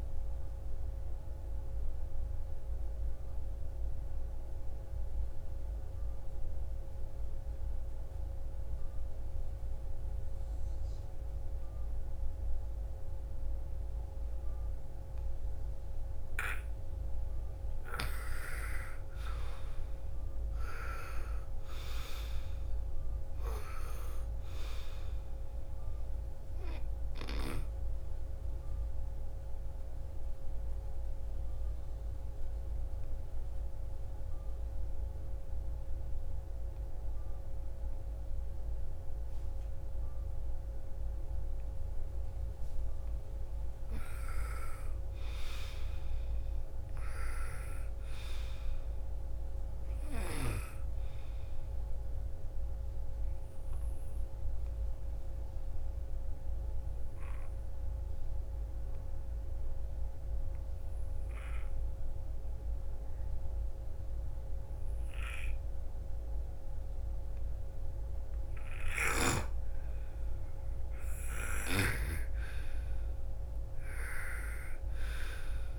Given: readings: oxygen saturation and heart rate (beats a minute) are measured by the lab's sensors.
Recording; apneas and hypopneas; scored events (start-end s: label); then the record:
breathing in sleep by a room microphone; 3
0.00-4.00 s: oxygen desaturation (device-marked, oxygen 89% lowest, heart rate 56 extreme)
1.00-18.00 s: obstructive apnea (oxygen 98% before, 88% lowest, heart rate 59 before, 47 extreme, up 13 after)
18.00-36.00 s: oxygen desaturation (device-marked, oxygen 98% before, 88% lowest, heart rate 61 before, 47 extreme)
20.00-24.50 s: arousal
29.50-43.00 s: obstructive apnea (oxygen 98% before, 88% lowest, heart rate 64 before, 37 extreme, up 11 after)
45.00-49.00 s: arousal
48.00-64.00 s: oxygen desaturation (device-marked, oxygen 98% before, 91% lowest, heart rate 55 before, 37 extreme)
54.50-68.00 s: obstructive apnea (oxygen 98% before, 88% lowest, heart rate 55 before, 37 extreme, up 23 after)
68.50-72.00 s: snoring (device-marked)
70.50-75.50 s: arousal
From the record:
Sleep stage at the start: N2 (light sleep); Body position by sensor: on the right side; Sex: female